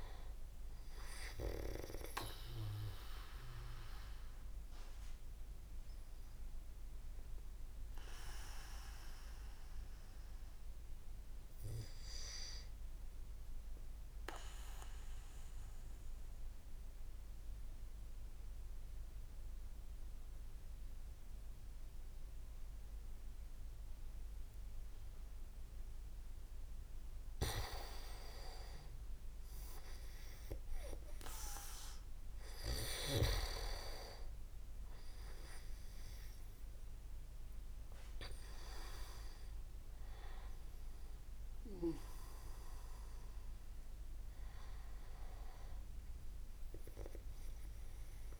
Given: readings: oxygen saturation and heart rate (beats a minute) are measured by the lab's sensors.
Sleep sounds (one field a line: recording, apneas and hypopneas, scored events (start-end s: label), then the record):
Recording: breathing in sleep by a room microphone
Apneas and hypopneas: 1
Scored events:
2.50-26.00 s: obstructive apnea (oxygen 98% before, 93% lowest)
29.50-33.50 s: arousal
From the record:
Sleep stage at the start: N2 (light sleep)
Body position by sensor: on the back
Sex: male